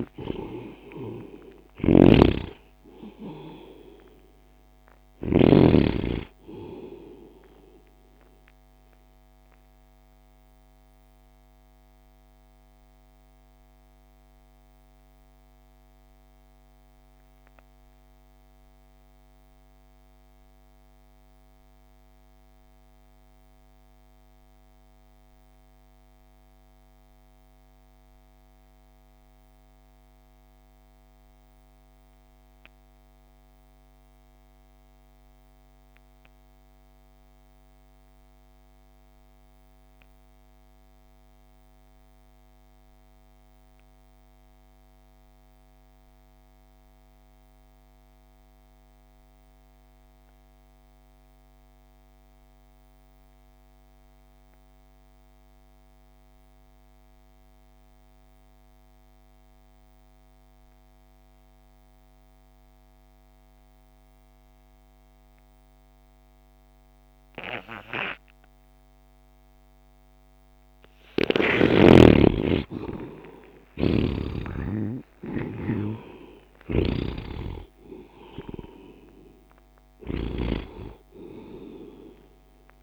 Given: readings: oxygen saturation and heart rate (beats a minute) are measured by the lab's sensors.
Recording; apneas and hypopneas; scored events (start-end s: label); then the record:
breathing in sleep by a microphone on the trachea; 1
0.00-1.00 s: arousal
0.00-27.00 s: oxygen desaturation (device-marked, oxygen 61% lowest)
1.50-5.50 s: snoring (device-marked)
9.00-71.50 s: mixed apnea (oxygen 88% before, 52% lowest)
42.00-82.83 s: oxygen desaturation (device-marked, oxygen 96% before, 52% lowest)
72.50-77.00 s: arousal
76.50-80.50 s: snoring (device-marked)
From the record:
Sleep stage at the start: REM sleep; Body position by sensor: on the right side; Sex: male